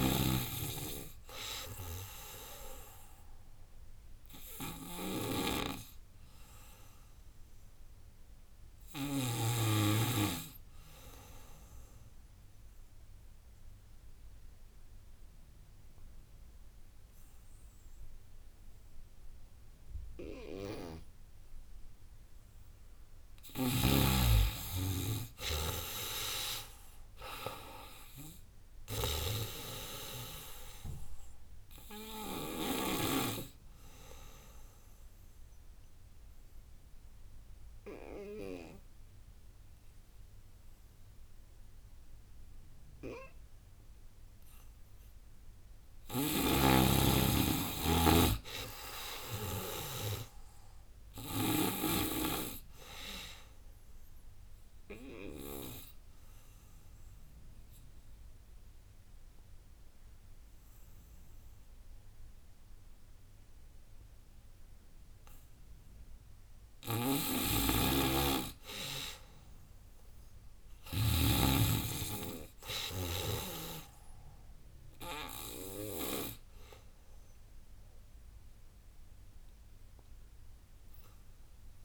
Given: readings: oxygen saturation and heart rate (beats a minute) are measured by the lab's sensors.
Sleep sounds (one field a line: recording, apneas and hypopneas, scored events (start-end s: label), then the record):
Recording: breathing in sleep by a room microphone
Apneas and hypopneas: 3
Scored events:
0.00-1.00 s: long interval between heartbeats (device-marked, heart rate 117 extreme)
0.00-2.50 s: arousal
0.00-5.50 s: tachycardia (device-marked, heart rate 120 extreme)
0.00-9.00 s: snoring (device-marked)
1.50-3.50 s: long interval between heartbeats (device-marked, heart rate 106 before, 109 extreme)
4.50-15.50 s: oxygen desaturation (device-marked, oxygen 95% before, 91% lowest, heart rate 106 before, 78 extreme)
5.50-7.50 s: long interval between heartbeats (device-marked, heart rate 105 before, 108 extreme)
11.00-13.00 s: long interval between heartbeats (device-marked, heart rate 102 before, 78 extreme)
11.50-22.00 s: obstructive apnea (oxygen 97% before, 91% lowest, heart rate 102 before, 77 extreme, up 25 after)
16.00-18.00 s: long interval between heartbeats (device-marked, heart rate 100 before, 86 extreme)
19.00-21.00 s: long interval between heartbeats (device-marked, heart rate 97 before, 92 extreme)
24.00-27.00 s: arousal
24.50-34.50 s: drop in pulse transit time (device-marked, heart rate 91 before, 87 extreme)
25.50-27.50 s: long interval between heartbeats (device-marked, heart rate 90 before, 91 extreme)
25.50-29.50 s: tachycardia (device-marked, heart rate 106 before, 101 extreme)
26.50-47.50 s: oxygen desaturation (device-marked, oxygen 97% before, 91% lowest, heart rate 89 before, 77 extreme)
31.00-33.00 s: long interval between heartbeats (device-marked, heart rate 89 before, 107 extreme)
33.50-35.50 s: long interval between heartbeats (device-marked, heart rate 92 before, 91 extreme)
33.50-44.00 s: obstructive apnea (oxygen 97% before, 91% lowest, heart rate 92 before, 77 extreme, up 21 after)
45.50-51.50 s: snoring (device-marked)
47.00-49.50 s: arousal
47.50-59.50 s: drop in pulse transit time (device-marked, heart rate 90 before, 82 extreme)
49.50-53.50 s: tachycardia (device-marked, heart rate 104 before, 106 extreme)
50.50-52.50 s: long interval between heartbeats (device-marked, heart rate 87 before, 95 extreme)
52.50-54.50 s: long interval between heartbeats (device-marked, heart rate 86 before, 105 extreme)
54.00-65.00 s: obstructive apnea (oxygen 98% before, 91% lowest, heart rate 87 before, 74 extreme, up 14 after)
57.00-59.00 s: long interval between heartbeats (device-marked, heart rate 89 before, 97 extreme)
59.00-61.00 s: long interval between heartbeats (device-marked, heart rate 89 before, 97 extreme)
60.50-62.50 s: tachycardia (device-marked, heart rate 103 before, 102 extreme)
62.00-64.00 s: long interval between heartbeats (device-marked, heart rate 92 before, 100 extreme)
66.50-71.00 s: snoring (device-marked)
68.50-70.50 s: long interval between heartbeats (device-marked, heart rate 99 before, 92 extreme)
68.50-78.50 s: tachycardia (device-marked, heart rate 102 before, 124 extreme)
69.50-73.50 s: arousal
70.50-72.50 s: long interval between heartbeats (device-marked, heart rate 100 before, 99 extreme)
72.50-74.50 s: long interval between heartbeats (device-marked, heart rate 100 before, 110 extreme)
74.50-81.85 s: oxygen desaturation (device-marked, oxygen 98% before, 92% lowest, heart rate 101 before, 74 extreme)
76.00-78.00 s: long interval between heartbeats (device-marked, heart rate 101 before, 116 extreme)
78.00-80.00 s: long interval between heartbeats (device-marked, heart rate 103 before, 111 extreme)
From the record:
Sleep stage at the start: N2 (light sleep)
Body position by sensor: on the back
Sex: female